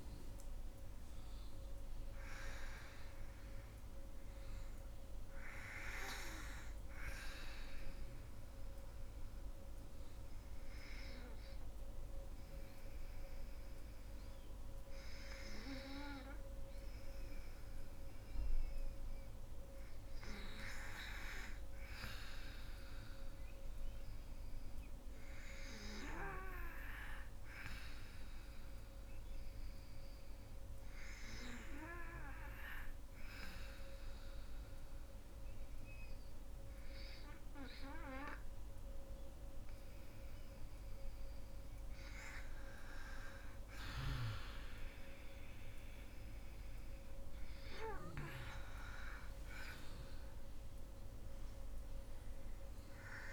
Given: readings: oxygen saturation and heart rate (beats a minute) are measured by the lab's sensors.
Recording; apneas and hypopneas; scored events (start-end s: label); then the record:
breathing in sleep by a room microphone; 2
0.00-2.50 s: arousal
7.50-18.50 s: obstructive apnea (oxygen 96% before, 88% lowest, heart rate 62 before, 55 extreme, up 4 after)
21.00-24.50 s: arousal
29.00-36.00 s: oxygen desaturation (device-marked, oxygen 97% before, 92% lowest, heart rate 57 before, 58 extreme)
29.00-40.00 s: hypopnea (oxygen 97% before, 88% lowest, heart rate 57 before, 58 extreme, up 6 after)
42.00-53.33 s: oxygen desaturation (device-marked, oxygen 94% before, 88% lowest, heart rate 59 before, 59 extreme)
43.50-48.50 s: arousal
From the record:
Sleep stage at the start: N2 (light sleep); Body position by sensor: on the back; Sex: female